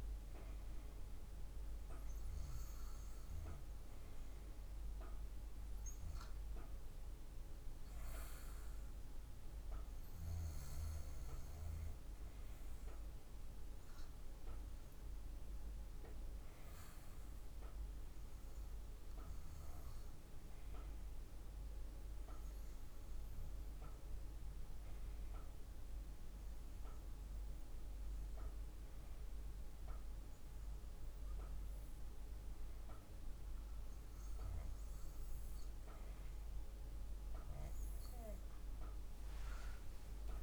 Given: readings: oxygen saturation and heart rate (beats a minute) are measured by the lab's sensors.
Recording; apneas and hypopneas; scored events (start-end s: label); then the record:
breathing in sleep, hard to hear, by a room microphone; none
38.50-40.43 s: arousal
From the record:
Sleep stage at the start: REM sleep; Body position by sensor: on the back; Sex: female